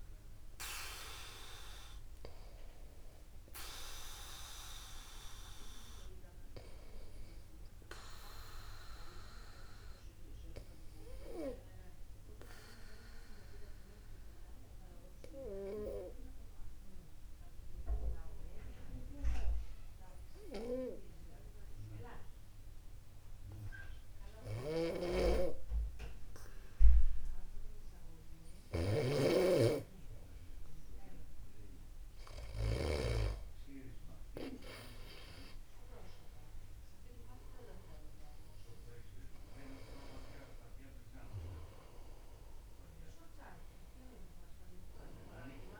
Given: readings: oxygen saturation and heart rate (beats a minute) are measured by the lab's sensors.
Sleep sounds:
breathing in sleep by a room microphone; 1
0.50-2.50 s: long interval between heartbeats (device-marked, heart rate 56 before, 76 extreme)
3.00-5.00 s: long interval between heartbeats (device-marked, heart rate 60 before, 76 extreme)
10.00-31.00 s: obstructive apnea (oxygen 96% before, 94% lowest, heart rate 66 before, 50 extreme, up 0 after)
22.00-24.00 s: long interval between heartbeats (device-marked, heart rate 58 before, 59 extreme)
25.00-33.50 s: snoring (device-marked)
36.50-40.00 s: arousal
From the record:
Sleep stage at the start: N2 (light sleep); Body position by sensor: upright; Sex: male

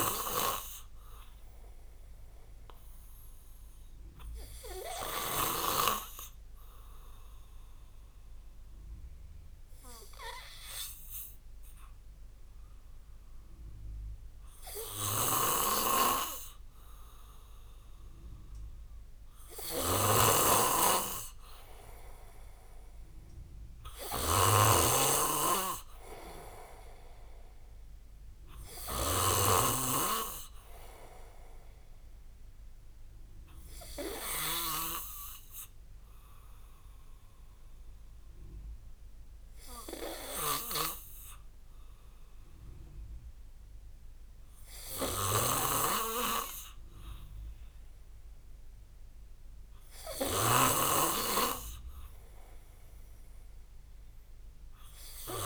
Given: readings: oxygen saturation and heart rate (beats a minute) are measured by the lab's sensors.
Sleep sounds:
breathing in sleep by a room microphone; none
0.00-5.50 s: snoring (device-marked)
15.00-55.46 s: snoring (device-marked)
From the record:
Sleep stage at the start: N2 (light sleep); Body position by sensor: on the back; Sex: male

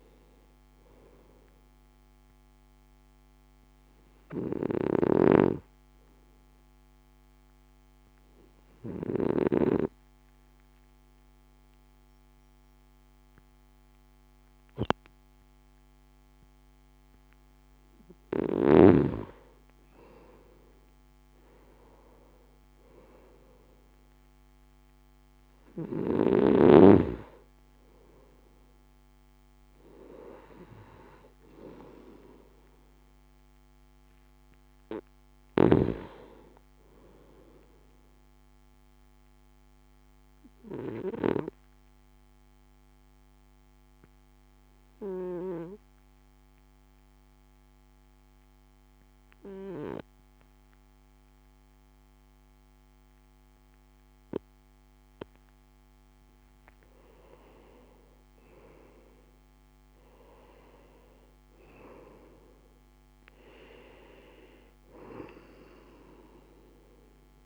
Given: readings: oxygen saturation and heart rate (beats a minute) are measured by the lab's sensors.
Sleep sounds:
breathing in sleep by a microphone on the trachea; 2
0.00-1.00 s: arousal
0.00-1.50 s: oxygen desaturation (device-marked, oxygen 89% lowest, heart rate 55 extreme)
3.50-17.50 s: obstructive apnea (oxygen 96% before, 91% lowest, heart rate 57 before, 55 extreme, up 6 after)
19.00-22.50 s: arousal
22.50-38.50 s: oxygen desaturation (device-marked, oxygen 95% before, 92% lowest, heart rate 58 before, 57 extreme)
39.00-56.50 s: obstructive apnea (oxygen 95% before, 89% lowest, heart rate 59 before, 53 extreme, up 12 after)
58.00-62.00 s: arousal
60.50-67.46 s: oxygen desaturation (device-marked, oxygen 95% before, 91% lowest, heart rate 60 before, 53 extreme)
From the record:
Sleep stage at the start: N2 (light sleep); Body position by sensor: on the right side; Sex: male

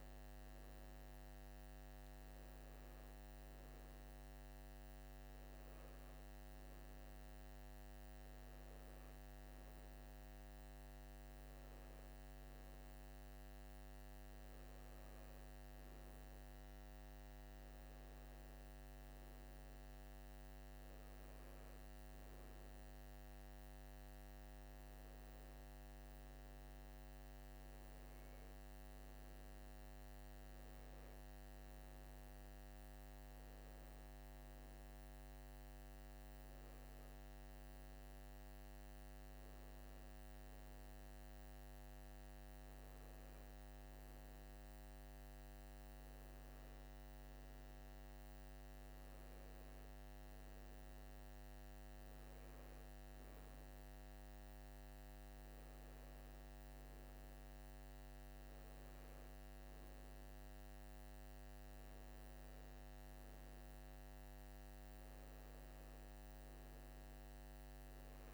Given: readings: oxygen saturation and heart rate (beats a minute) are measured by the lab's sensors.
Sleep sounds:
breathing in sleep, hard to hear, by a microphone on the trachea; none
none scored
From the record:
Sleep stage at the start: N2 (light sleep); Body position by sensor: on the right side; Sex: male

